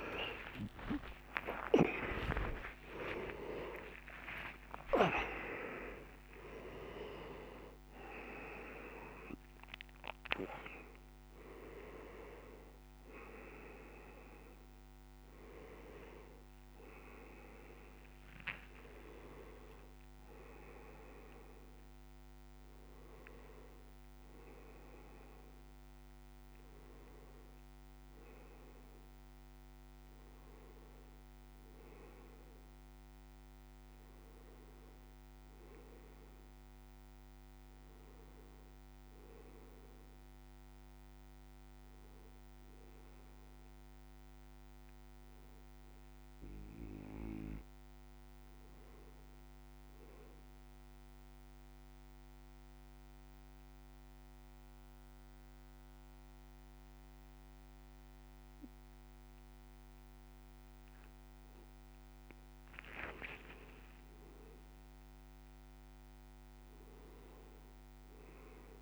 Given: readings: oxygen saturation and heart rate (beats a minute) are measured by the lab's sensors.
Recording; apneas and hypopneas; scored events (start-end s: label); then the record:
a person partly awake in a sleep study, by a microphone on the trachea; 1
0.00-37.50 s: oxygen desaturation (device-marked, oxygen 83% lowest)
23.50-53.50 s: new sleep stage, N1 (lightest sleep)
51.00-62.00 s: obstructive apnea (oxygen 100% before, 96% lowest)
53.50-68.82 s: new sleep stage, N2 (light sleep)
63.00-67.00 s: arousal
From the record:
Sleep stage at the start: awake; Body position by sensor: on the back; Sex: male